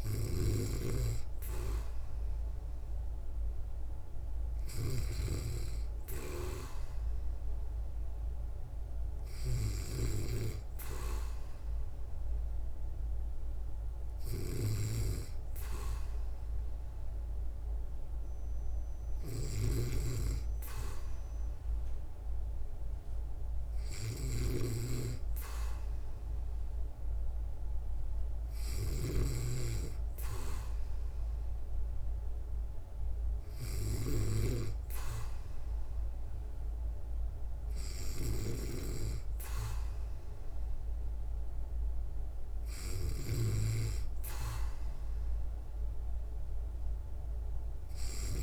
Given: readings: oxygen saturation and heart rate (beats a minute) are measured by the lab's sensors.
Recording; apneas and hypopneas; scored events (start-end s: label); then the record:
breathing in sleep by a room microphone; none
0.00-4.50 s: snoring (device-marked)
14.00-48.43 s: snoring (device-marked)
From the record:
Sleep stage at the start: N2 (light sleep); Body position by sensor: on the back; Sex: female